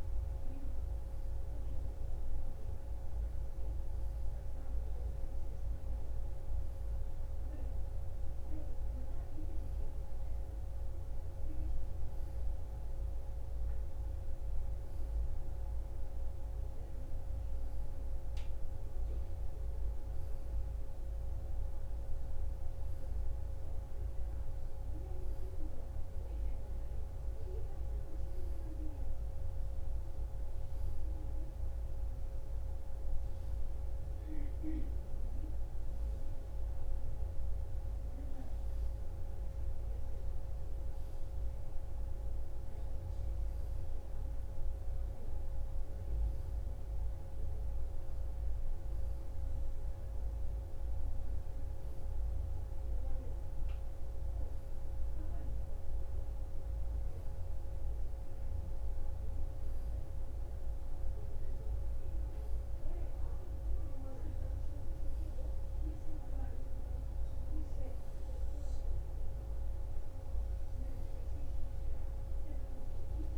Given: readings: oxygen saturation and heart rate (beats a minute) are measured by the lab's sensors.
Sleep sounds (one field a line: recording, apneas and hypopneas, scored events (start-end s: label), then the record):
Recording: breathing in sleep, hard to hear, by a room microphone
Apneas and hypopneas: none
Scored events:
none scored
From the record:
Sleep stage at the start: N1 (lightest sleep)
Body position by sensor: on the right side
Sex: female